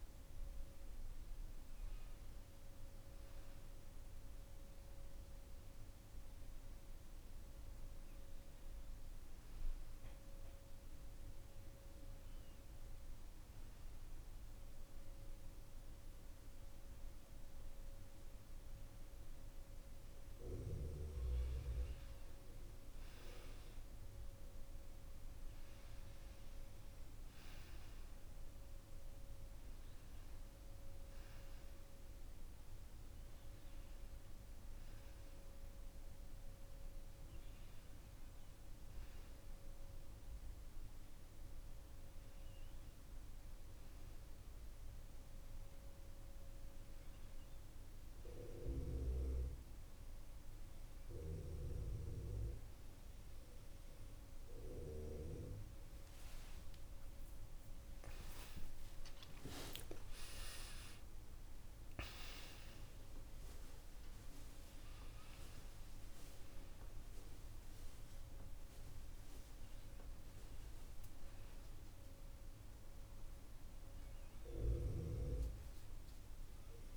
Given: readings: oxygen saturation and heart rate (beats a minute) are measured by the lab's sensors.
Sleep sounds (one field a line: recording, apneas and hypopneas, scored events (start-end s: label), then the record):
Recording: breathing in sleep by a room microphone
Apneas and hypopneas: none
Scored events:
none scored
From the record:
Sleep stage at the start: N2 (light sleep)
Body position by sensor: on the back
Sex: male